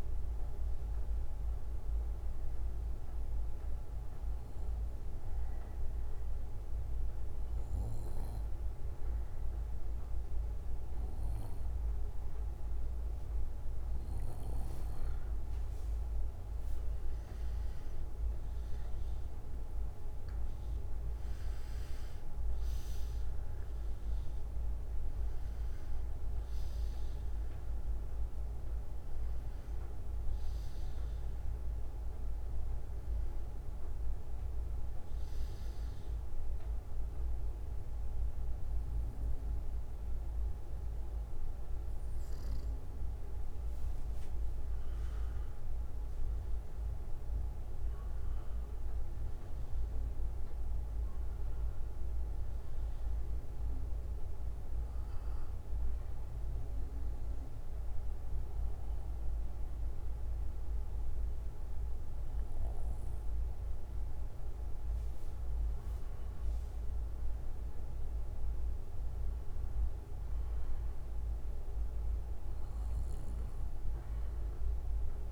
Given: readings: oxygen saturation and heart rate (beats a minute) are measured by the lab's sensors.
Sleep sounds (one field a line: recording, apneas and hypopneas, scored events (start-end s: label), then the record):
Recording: breathing in sleep, hard to hear, by a room microphone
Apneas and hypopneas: 3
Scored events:
1.50-15.00 s: obstructive apnea (oxygen 95% before, 92% lowest, heart rate 61 before, 53 extreme, up 18 after)
4.00-9.00 s: bradycardia (device-marked, heart rate 65 before, 54 extreme)
18.00-22.00 s: arousal
32.00-41.00 s: bradycardia (device-marked, heart rate 65 before, 53 extreme)
36.50-47.00 s: mixed apnea (oxygen 94% before, 92% lowest, heart rate 68 before, 48 extreme, up 17 after)
49.50-53.50 s: arousal
54.00-65.00 s: bradycardia (device-marked, heart rate 65 before, 48 extreme)
55.50-66.50 s: obstructive apnea (oxygen 95% before, 92% lowest, heart rate 61 before, 48 extreme, up 19 after)
68.50-72.00 s: arousal
From the record:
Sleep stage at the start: N2 (light sleep)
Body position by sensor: on the back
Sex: male